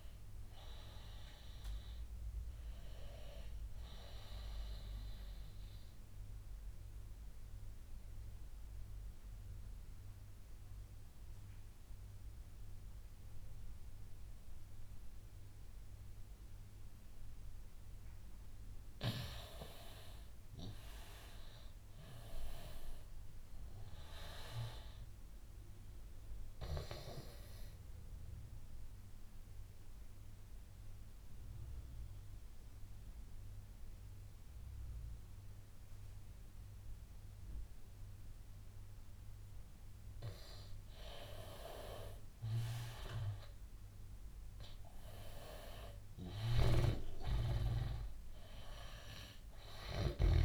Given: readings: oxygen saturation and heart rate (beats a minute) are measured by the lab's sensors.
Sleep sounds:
breathing in sleep by a room microphone; 2
0.00-2.50 s: arousal
0.00-3.50 s: oxygen desaturation (device-marked, oxygen 87% lowest, heart rate 79 extreme)
5.50-18.50 s: obstructive apnea (oxygen 100% before, 91% lowest, heart rate 89 before, 79 extreme, up 12 after)
20.00-23.50 s: arousal
20.50-39.50 s: oxygen desaturation (device-marked, oxygen 99% before, 91% lowest, heart rate 85 before, 83 extreme)
26.50-40.50 s: obstructive apnea (oxygen 100% before, 89% lowest, heart rate 85 before, 83 extreme, up 11 after)
42.50-46.00 s: arousal
46.50-50.45 s: snoring (device-marked)
From the record:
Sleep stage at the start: N2 (light sleep); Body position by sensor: on the right side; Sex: male

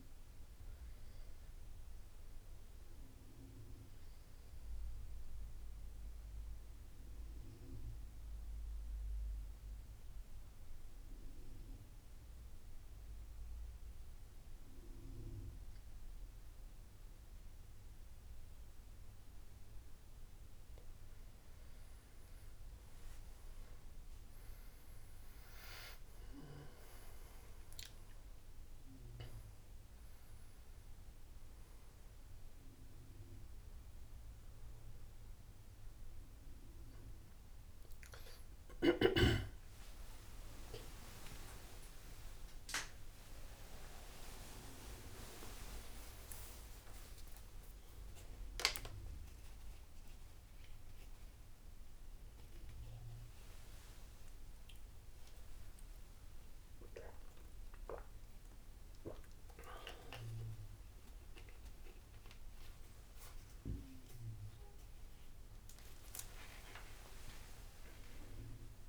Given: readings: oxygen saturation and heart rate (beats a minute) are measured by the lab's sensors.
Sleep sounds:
a person awake in a sleep study, by a room microphone; 1
7.00-19.00 s: obstructive apnea (oxygen 95% before, 83% lowest, heart rate 78 before, 79 extreme, up 11 after)
17.00-59.00 s: oxygen desaturation (device-marked, oxygen 93% before, 83% lowest, heart rate 78 before, 83 extreme)
19.00-68.89 s: new sleep stage, awake
From the record:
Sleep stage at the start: N2 (light sleep); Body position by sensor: on the back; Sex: male

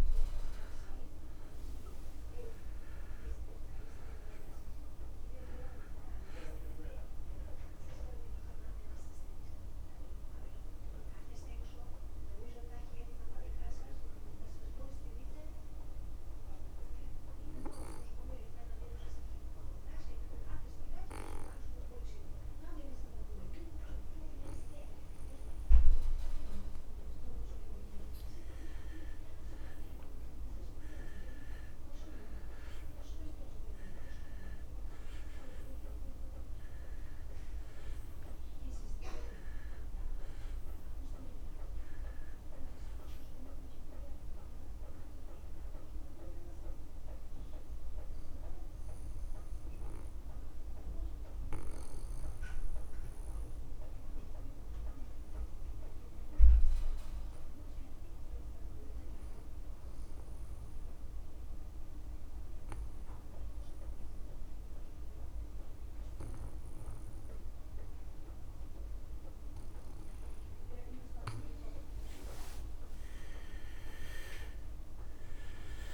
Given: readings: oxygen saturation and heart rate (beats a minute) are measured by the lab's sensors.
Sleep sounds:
breathing in sleep by a room microphone; 2
0.00-2.50 s: arousal
2.00-24.00 s: oxygen desaturation (device-marked, oxygen 96% before, 92% lowest)
16.00-29.00 s: mixed apnea (oxygen 96% before, 89% lowest)
30.50-35.00 s: arousal
34.00-57.00 s: oxygen desaturation (device-marked, oxygen 96% before, 90% lowest)
46.50-71.00 s: obstructive apnea (oxygen 96% before, 87% lowest)
71.00-75.94 s: oxygen desaturation (device-marked, oxygen 97% before, 87% lowest)
74.00-75.94 s: arousal
From the record:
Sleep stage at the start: N2 (light sleep); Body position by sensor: on the back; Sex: male

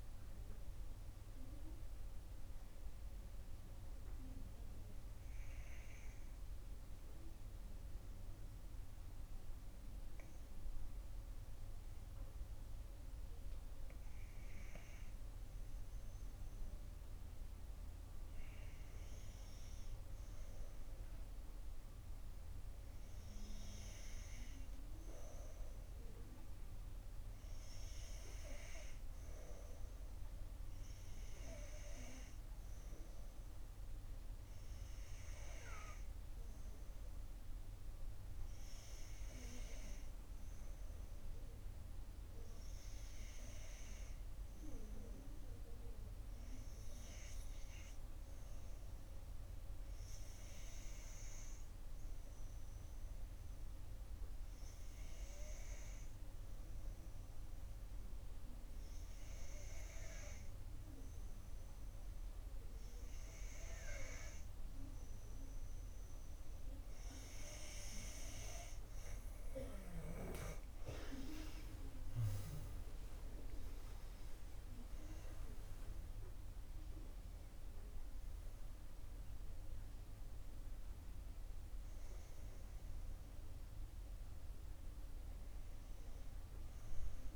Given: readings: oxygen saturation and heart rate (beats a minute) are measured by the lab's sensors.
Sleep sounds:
breathing in sleep by a room microphone; 2
0.00-15.50 s: oxygen desaturation (device-marked, oxygen 90% lowest, heart rate 52 extreme)
3.00-16.00 s: obstructive apnea (oxygen 95% before, 90% lowest, heart rate 64 before, 53 extreme, up 1 after)
19.00-22.00 s: arousal
37.50-52.50 s: oxygen desaturation (device-marked, oxygen 96% before, 92% lowest, heart rate 57 before, 52 extreme)
44.50-46.50 s: long interval between heartbeats (device-marked, heart rate 59 before, 60 extreme)
49.00-66.00 s: obstructive apnea (oxygen 96% before, 91% lowest, heart rate 60 before, 52 extreme, up 13 after)
71.50-75.50 s: arousal
From the record:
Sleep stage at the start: N2 (light sleep); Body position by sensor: on the back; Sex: female

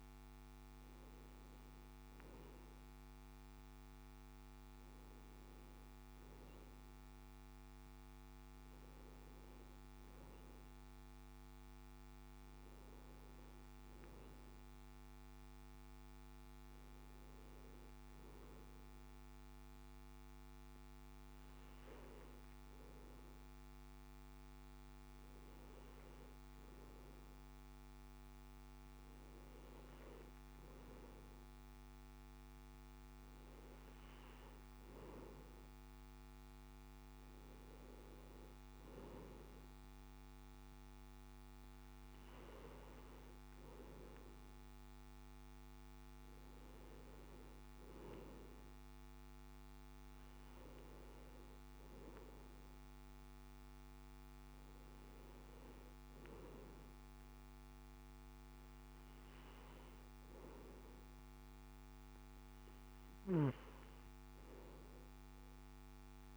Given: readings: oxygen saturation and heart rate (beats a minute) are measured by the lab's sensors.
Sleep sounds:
breathing in sleep, hard to hear, by a microphone on the trachea; none
30.50-66.37 s: new sleep stage, N2 (light sleep)
From the record:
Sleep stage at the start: N1 (lightest sleep); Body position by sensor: on the back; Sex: male

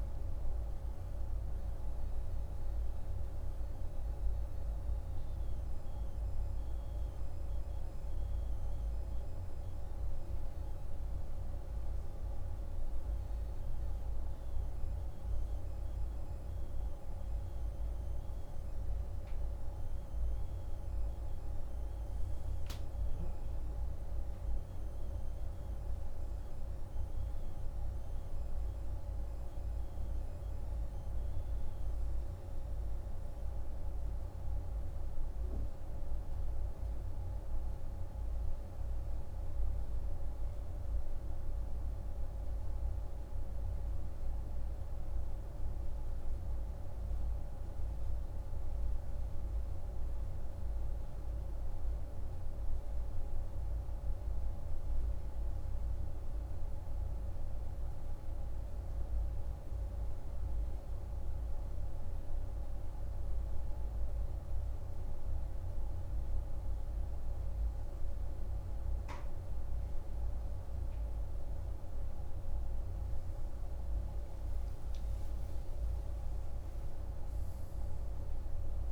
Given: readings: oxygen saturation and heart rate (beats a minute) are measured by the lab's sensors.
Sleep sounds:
breathing in sleep, hard to hear, by a room microphone; none
73.50-78.50 s: arousal
From the record:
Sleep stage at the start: N2 (light sleep); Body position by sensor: on the right side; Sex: male

